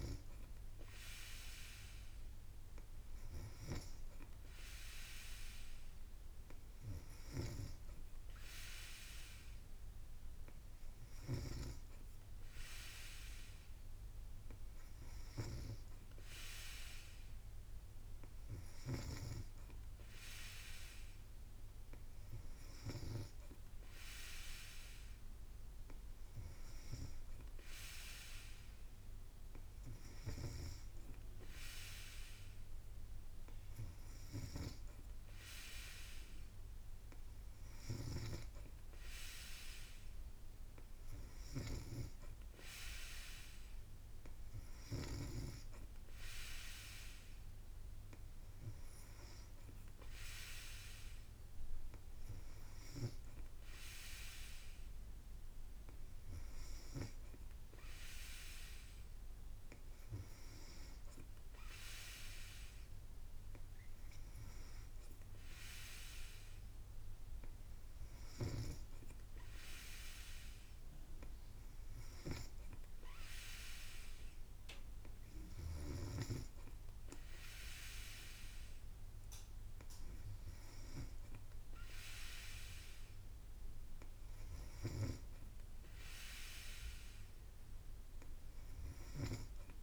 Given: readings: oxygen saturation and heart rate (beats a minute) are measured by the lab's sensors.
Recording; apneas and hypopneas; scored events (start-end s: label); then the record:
breathing in sleep by a room microphone; none
1.00-3.00 s: long interval between heartbeats (device-marked, heart rate 58 before, 59 extreme)
38.00-45.50 s: snoring (device-marked)
53.50-55.50 s: long interval between heartbeats (device-marked, heart rate 58 before, 77 extreme)
From the record:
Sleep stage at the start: N3 (deep sleep); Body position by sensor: on the back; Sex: female